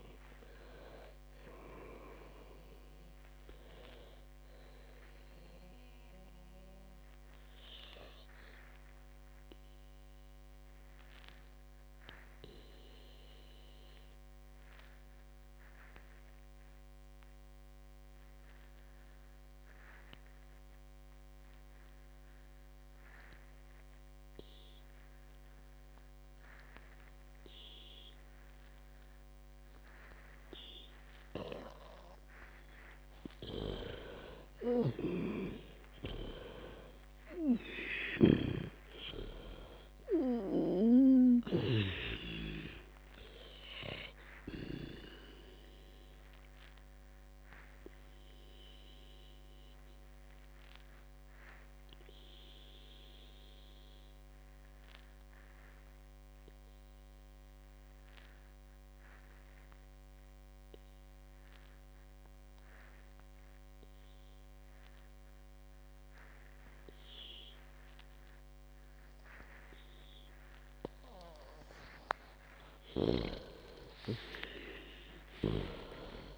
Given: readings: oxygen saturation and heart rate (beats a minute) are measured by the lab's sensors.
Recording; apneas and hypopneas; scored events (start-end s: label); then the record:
breathing in sleep by a microphone on the trachea; 2
0.00-17.50 s: oxygen desaturation (device-marked, oxygen 89% lowest, heart rate 54 extreme)
9.00-33.00 s: obstructive apnea (oxygen 98% before, 89% lowest, heart rate 96 before, 54 extreme, up 38 after)
34.00-37.50 s: arousal
35.50-42.50 s: snoring (device-marked)
36.50-57.50 s: oxygen desaturation (device-marked, oxygen 98% before, 93% lowest, heart rate 62 before, 54 extreme)
46.50-72.00 s: obstructive apnea (oxygen 98% before, 92% lowest, heart rate 72 before, 54 extreme)
73.50-76.38 s: arousal
From the record:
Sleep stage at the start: N2 (light sleep); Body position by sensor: on the back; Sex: female